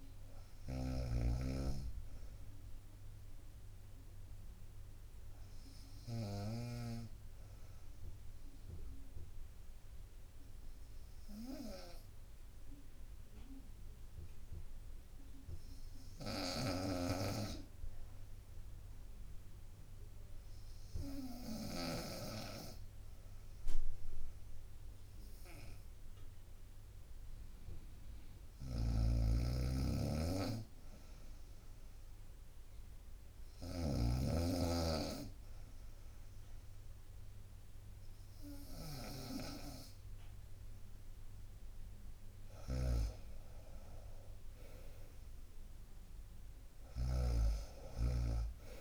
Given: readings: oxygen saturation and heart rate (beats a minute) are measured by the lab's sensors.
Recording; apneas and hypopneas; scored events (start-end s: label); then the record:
breathing in sleep by a room microphone; 1
0.00-7.00 s: snoring (device-marked)
7.50-27.00 s: hypopnea (oxygen 96% before, 92% lowest, heart rate 65 before, 60 extreme, up 0 after)
16.00-22.00 s: snoring (device-marked)
18.50-30.50 s: drop in pulse transit time (device-marked, heart rate 65 before, 60 extreme)
28.50-48.81 s: snoring (device-marked)
29.00-33.00 s: arousal
43.50-48.81 s: drop in pulse transit time (device-marked, heart rate 63 before, 67 extreme)
From the record:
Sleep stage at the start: N2 (light sleep); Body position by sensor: on the right side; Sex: female